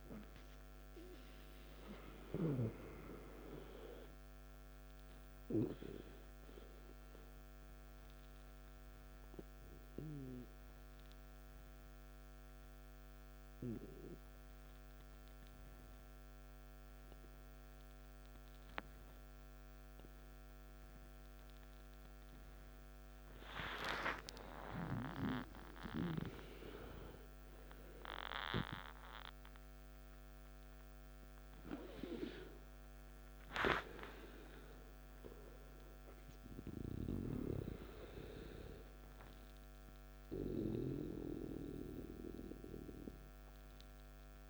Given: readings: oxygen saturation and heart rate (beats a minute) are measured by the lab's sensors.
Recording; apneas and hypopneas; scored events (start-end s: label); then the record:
breathing in sleep by a microphone on the trachea; 1
0.00-11.50 s: oxygen desaturation (device-marked, oxygen 87% lowest, heart rate 55 extreme)
5.50-22.50 s: hypopnea (oxygen 93% before, 87% lowest, heart rate 67 before, 55 extreme, up 9 after)
7.50-37.50 s: new sleep stage, N1 (lightest sleep)
24.00-28.00 s: arousal
29.50-44.50 s: oxygen desaturation (device-marked, oxygen 98% before, 94% lowest, heart rate 56 before, 54 extreme)
37.50-44.50 s: new sleep stage, N2 (light sleep)
From the record:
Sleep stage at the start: N2 (light sleep); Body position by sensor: on the back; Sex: male